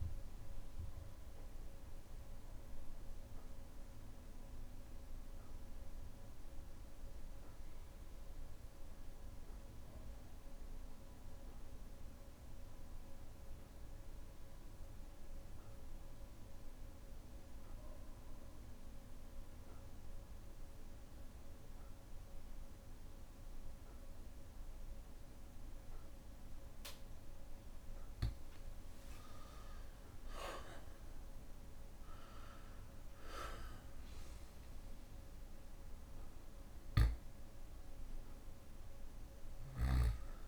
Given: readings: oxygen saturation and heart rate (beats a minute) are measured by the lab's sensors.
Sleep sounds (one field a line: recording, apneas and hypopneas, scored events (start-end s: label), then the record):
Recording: breathing in sleep, hard to hear, by a room microphone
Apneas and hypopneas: 1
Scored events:
0.00-15.00 s: oxygen desaturation (device-marked, oxygen 89% lowest, heart rate 58 extreme)
1.00-15.00 s: bradycardia (device-marked, heart rate 64 before, 58 extreme)
3.00-26.50 s: obstructive apnea (oxygen 98% before, 89% lowest, heart rate 65 before, 57 extreme, up 3 after)
28.00-40.48 s: oxygen desaturation (device-marked, oxygen 99% before, 92% lowest, heart rate 59 before, 57 extreme)
28.50-32.50 s: arousal
36.50-40.00 s: snoring (device-marked)
From the record:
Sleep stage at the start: N2 (light sleep)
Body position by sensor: on the back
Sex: male